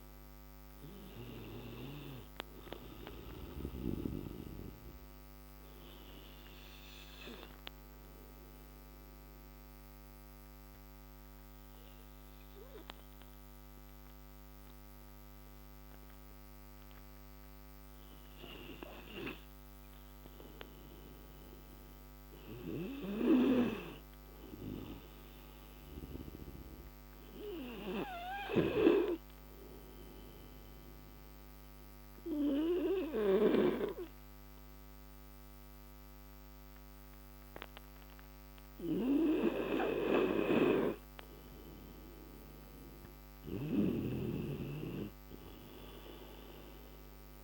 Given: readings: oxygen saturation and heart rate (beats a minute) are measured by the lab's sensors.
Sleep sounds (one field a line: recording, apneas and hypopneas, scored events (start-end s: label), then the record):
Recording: breathing in sleep by a microphone on the trachea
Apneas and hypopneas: 2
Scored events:
0.00-2.00 s: arousal
8.00-18.00 s: oxygen desaturation (device-marked, oxygen 99% before, 95% lowest)
8.00-19.50 s: central apnea (oxygen 99% before, 93% lowest)
23.00-26.50 s: arousal
28.00-40.00 s: oxygen desaturation (device-marked, oxygen 98% before, 94% lowest)
29.50-42.50 s: mixed apnea (oxygen 99% before, 92% lowest)
45.50-47.44 s: arousal
From the record:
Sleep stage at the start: N2 (light sleep)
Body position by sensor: on the right side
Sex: male